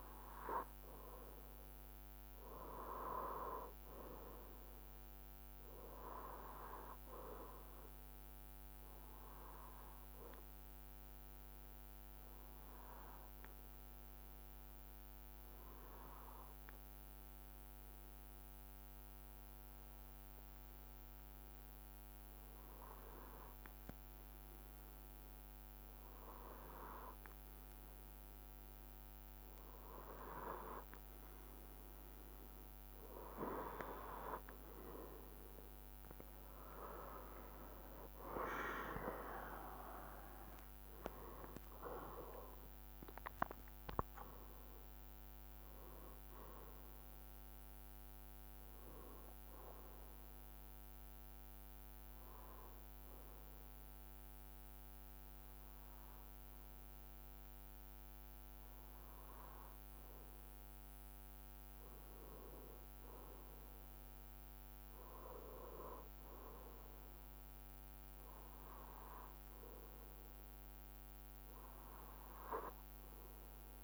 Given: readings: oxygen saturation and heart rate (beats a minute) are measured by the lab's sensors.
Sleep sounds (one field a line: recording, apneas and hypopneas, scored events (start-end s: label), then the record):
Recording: breathing in sleep by a microphone on the trachea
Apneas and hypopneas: 2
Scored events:
0.00-33.50 s: bradycardia (device-marked, heart rate 50 extreme)
11.00-27.00 s: hypopnea (oxygen 96% before, 93% lowest, heart rate 54 before, 50 extreme, up 0 after)
35.00-40.00 s: arousal
35.50-37.50 s: long interval between heartbeats (device-marked, heart rate 54 before, 59 extreme)
35.50-48.50 s: drop in pulse transit time (device-marked, heart rate 54 before, 59 extreme)
48.50-73.83 s: bradycardia (device-marked, heart rate 63 before, 52 extreme)
49.50-61.00 s: hypopnea (oxygen 94% before, 94% lowest, heart rate 64 before, 52 extreme, up 6 after)
63.50-67.50 s: arousal
From the record:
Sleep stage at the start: N2 (light sleep)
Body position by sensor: on the left side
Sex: male